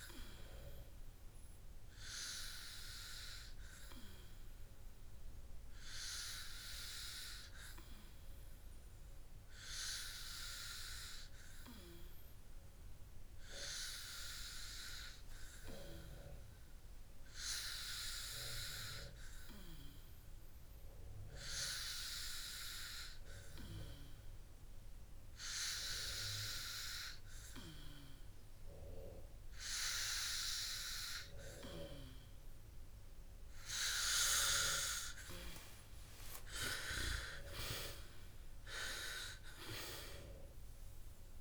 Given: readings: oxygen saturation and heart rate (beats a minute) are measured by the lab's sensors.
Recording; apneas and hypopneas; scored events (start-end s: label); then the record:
breathing in sleep by a room microphone; 1
11.00-30.00 s: hypopnea (oxygen 98% before, 94% lowest, heart rate 108 before, 63 extreme)
37.50-41.41 s: arousal
From the record:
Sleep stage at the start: N2 (light sleep); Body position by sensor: on the back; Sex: male